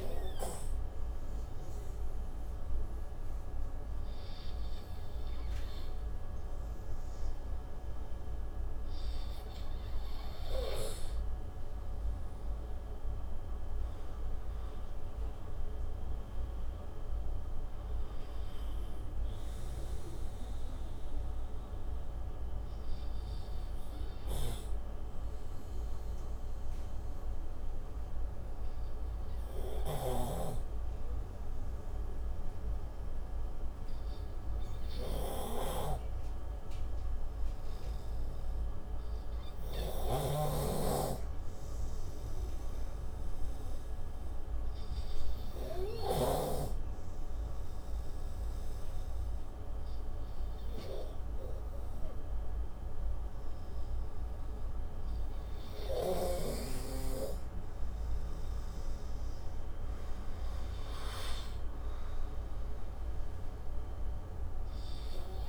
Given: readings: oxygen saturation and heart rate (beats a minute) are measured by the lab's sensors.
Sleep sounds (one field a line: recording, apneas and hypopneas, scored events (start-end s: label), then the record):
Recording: breathing in sleep by a room microphone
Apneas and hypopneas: 1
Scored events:
23.00-58.50 s: obstructive apnea (oxygen 96% before, 88% lowest, heart rate 73 before, 55 extreme, up 21 after)
40.50-47.00 s: snoring (device-marked)
43.50-56.50 s: oxygen desaturation (device-marked, oxygen 97% before, 91% lowest, heart rate 61 before, 55 extreme)
62.00-65.48 s: arousal
From the record:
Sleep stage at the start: N2 (light sleep)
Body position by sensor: on the right side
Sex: male